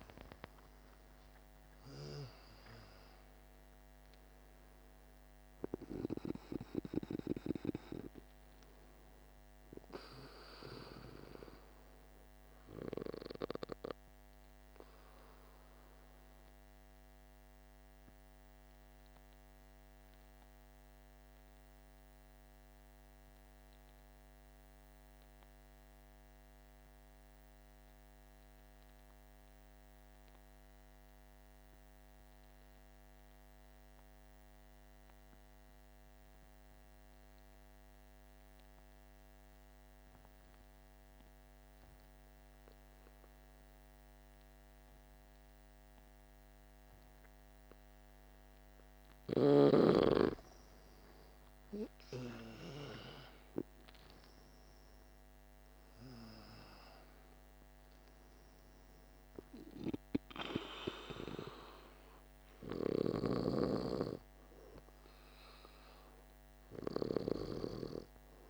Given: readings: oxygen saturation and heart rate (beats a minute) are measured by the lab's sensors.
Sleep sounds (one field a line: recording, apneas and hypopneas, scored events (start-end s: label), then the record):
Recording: breathing in sleep by a microphone on the trachea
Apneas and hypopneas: 1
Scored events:
0.00-2.00 s: oxygen desaturation (device-marked, oxygen 93% lowest, heart rate 47 extreme)
9.00-22.00 s: oxygen desaturation (device-marked, oxygen 94% before, 88% lowest, heart rate 57 before, 47 extreme)
15.00-48.00 s: mixed apnea (oxygen 98% before, 87% lowest, heart rate 56 before, 47 extreme, up 11 after)
41.00-68.49 s: oxygen desaturation (device-marked, oxygen 99% before, 87% lowest, heart rate 49 before, 49 extreme)
50.00-54.50 s: arousal
From the record:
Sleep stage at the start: N2 (light sleep)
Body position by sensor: on the back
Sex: male